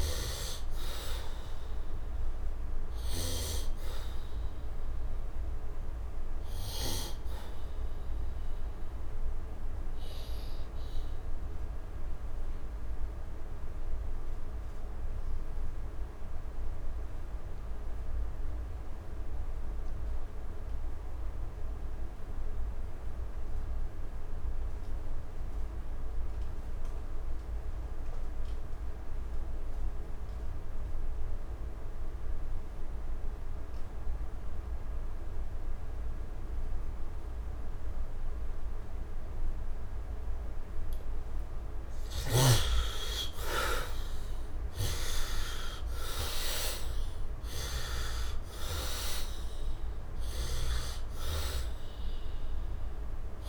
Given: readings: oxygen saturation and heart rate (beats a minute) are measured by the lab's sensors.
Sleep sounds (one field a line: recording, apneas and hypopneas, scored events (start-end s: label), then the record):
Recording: breathing in sleep by a room microphone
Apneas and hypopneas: 1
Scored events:
0.00-21.50 s: oxygen desaturation (device-marked, oxygen 72% lowest, heart rate 68 extreme)
1.00-41.50 s: obstructive apnea (oxygen 99% before, 69% lowest, heart rate 77 before, 63 extreme, up 11 after)
27.50-53.48 s: oxygen desaturation (device-marked, oxygen 100% before, 69% lowest, heart rate 71 before, 63 extreme)
43.00-47.00 s: arousal
From the record:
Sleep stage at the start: N2 (light sleep)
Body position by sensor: on the back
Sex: male